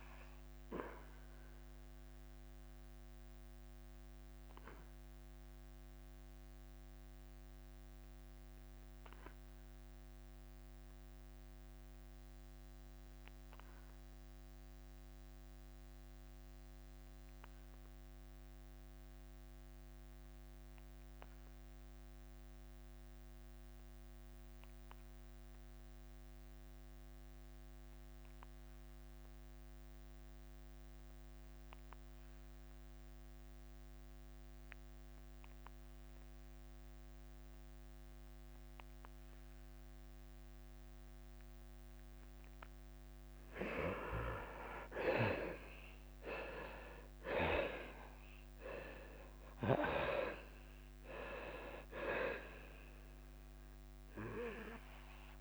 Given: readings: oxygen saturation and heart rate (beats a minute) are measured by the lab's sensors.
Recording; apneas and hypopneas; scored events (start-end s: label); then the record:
breathing in sleep by a microphone on the trachea; 1
0.00-4.50 s: drop in pulse transit time (device-marked, heart rate 88 extreme)
2.00-43.50 s: obstructive apnea (oxygen 99% before, 69% lowest, heart rate 91 before, 82 extreme, up 12 after)
11.50-24.50 s: oxygen desaturation (device-marked, oxygen 94% before, 75% lowest, heart rate 92 before, 82 extreme)
38.50-52.50 s: oxygen desaturation (device-marked, oxygen 97% before, 92% lowest, heart rate 83 before, 84 extreme)
42.50-55.41 s: drop in pulse transit time (device-marked, heart rate 84 before, 88 extreme)
46.00-50.50 s: arousal
From the record:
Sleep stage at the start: N2 (light sleep); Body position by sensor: on the back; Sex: male